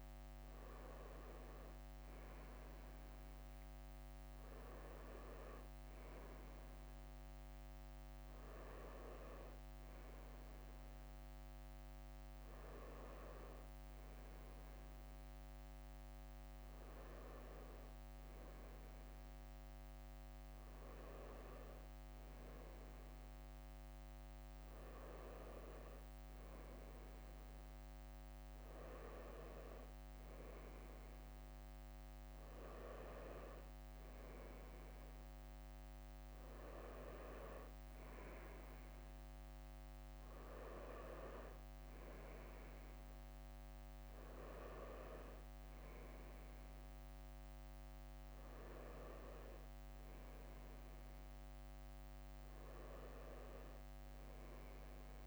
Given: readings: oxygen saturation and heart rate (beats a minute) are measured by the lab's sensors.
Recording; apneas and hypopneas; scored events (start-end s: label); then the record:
breathing in sleep by a microphone on the trachea; none
5.50-10.00 s: leg movement (device-marked)
38.00-42.00 s: leg movement (device-marked)
From the record:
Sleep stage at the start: N2 (light sleep); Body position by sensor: on the right side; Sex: male